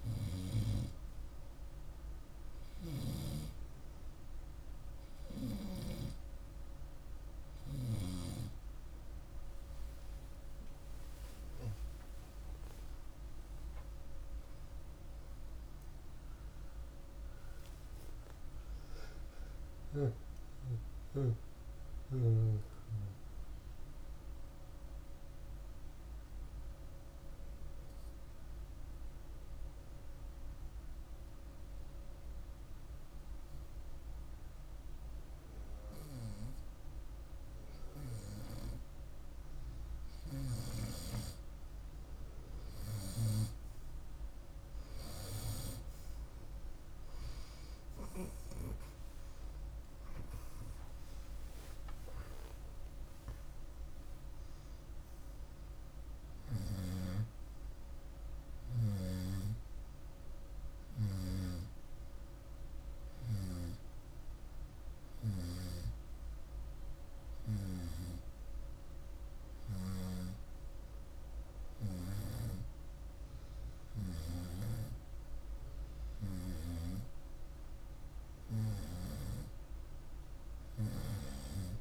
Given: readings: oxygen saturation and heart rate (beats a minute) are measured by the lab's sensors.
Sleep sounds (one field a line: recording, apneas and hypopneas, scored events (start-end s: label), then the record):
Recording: breathing in sleep by a room microphone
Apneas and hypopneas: 1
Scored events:
2.00-5.50 s: snoring (device-marked)
10.00-16.50 s: arousal
17.00-23.00 s: oxygen desaturation (device-marked, oxygen 95% before, 89% lowest, heart rate 52 before, 51 extreme)
24.00-38.50 s: hypopnea (oxygen 96% before, 93% lowest, heart rate 53 before, 51 extreme, up 0 after)
42.50-48.00 s: arousal
From the record:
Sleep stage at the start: N2 (light sleep)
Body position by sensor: on the right side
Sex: male